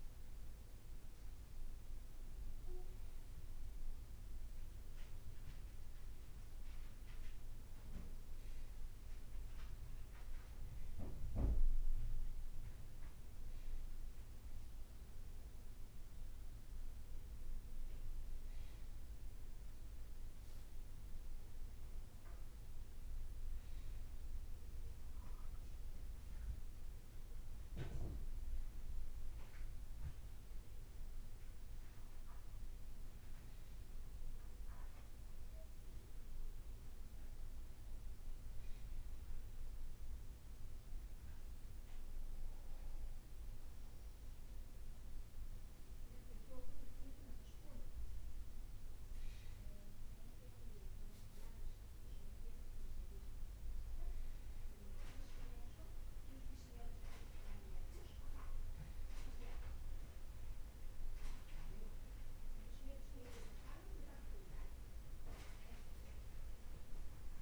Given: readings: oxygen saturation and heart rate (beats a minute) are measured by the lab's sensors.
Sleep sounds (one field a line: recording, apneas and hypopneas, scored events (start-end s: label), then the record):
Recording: breathing in sleep by a room microphone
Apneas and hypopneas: 1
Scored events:
8.50-39.00 s: hypopnea (oxygen 97% before, 92% lowest, heart rate 67 before, 54 extreme, up 4 after)
18.50-41.00 s: oxygen desaturation (oxygen 97% before, 94% lowest, heart rate 59 before, 54 extreme)
30.00-67.42 s: new sleep stage, N2 (light sleep)
32.00-34.00 s: long interval between heartbeats (device-marked, heart rate 57 before, 56 extreme)
41.00-44.50 s: arousal
46.00-47.00 s: leg movement (device-marked)
66.00-67.42 s: arousal
From the record:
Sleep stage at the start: N1 (lightest sleep)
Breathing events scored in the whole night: 203 in 4.1 hours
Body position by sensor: on the back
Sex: male